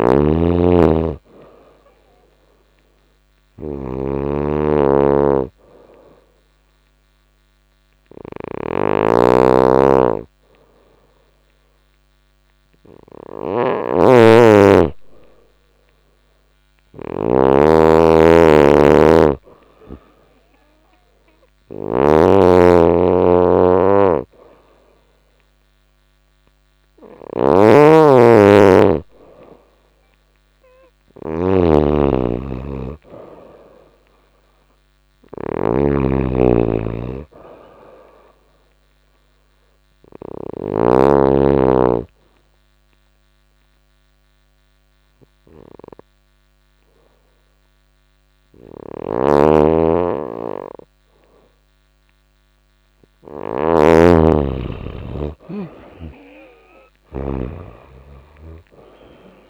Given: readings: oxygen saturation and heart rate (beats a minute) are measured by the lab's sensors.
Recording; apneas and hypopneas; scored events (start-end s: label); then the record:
breathing in sleep by a microphone on the trachea; 1
0.00-16.50 s: snoring (device-marked)
21.00-40.00 s: snoring (device-marked)
32.00-35.50 s: arousal
36.50-52.50 s: oxygen desaturation (device-marked, oxygen 93% before, 90% lowest, heart rate 89 before, 87 extreme)
42.00-53.00 s: obstructive apnea (oxygen 94% before, 90% lowest, heart rate 90 before, 87 extreme, up 4 after)
48.00-53.00 s: snoring (device-marked)
54.50-57.50 s: arousal
55.00-59.50 s: snoring (device-marked)
From the record:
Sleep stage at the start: N2 (light sleep); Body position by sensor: on the back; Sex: female